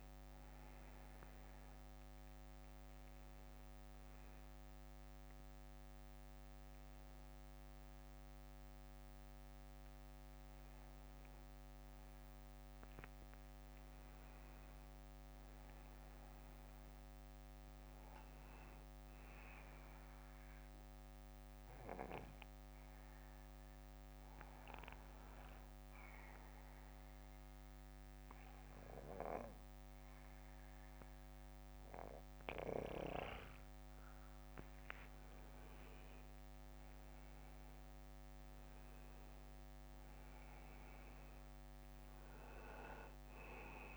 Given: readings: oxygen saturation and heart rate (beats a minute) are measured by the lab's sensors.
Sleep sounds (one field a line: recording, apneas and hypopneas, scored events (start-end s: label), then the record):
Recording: breathing in sleep by a microphone on the trachea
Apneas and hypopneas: 1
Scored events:
3.00-5.00 s: bradycardia (device-marked, heart rate 60 before, 64 extreme)
7.00-13.00 s: bradycardia (device-marked, heart rate 60 before, 56 extreme)
16.50-20.00 s: arousal
18.00-32.00 s: bradycardia (device-marked, heart rate 60 before, 57 extreme)
24.00-35.00 s: obstructive apnea (oxygen 96% before, 92% lowest, heart rate 60 before, 52 extreme, up 12 after)
38.00-42.50 s: arousal
From the record:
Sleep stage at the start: N2 (light sleep)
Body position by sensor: on the back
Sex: male